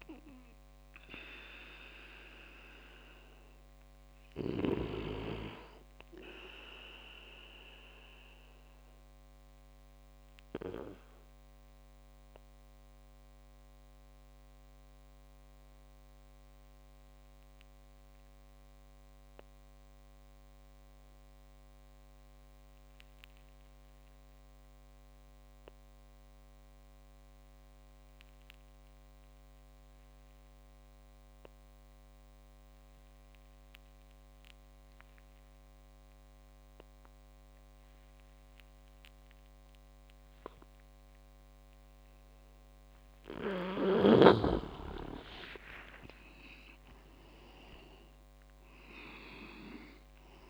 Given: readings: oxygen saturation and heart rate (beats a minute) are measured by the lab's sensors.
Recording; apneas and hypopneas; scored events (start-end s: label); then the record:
breathing in sleep by a microphone on the trachea; 1
0.00-7.00 s: oxygen desaturation (device-marked, oxygen 90% lowest)
2.00-14.00 s: tachycardia (device-marked)
9.00-43.50 s: obstructive apnea (oxygen 96% before, 91% lowest)
38.00-50.50 s: oxygen desaturation (device-marked, oxygen 98% before, 91% lowest)
45.00-48.50 s: arousal
46.50-50.00 s: leg movement (device-marked)
From the record:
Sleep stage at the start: N2 (light sleep); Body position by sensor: on the back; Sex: male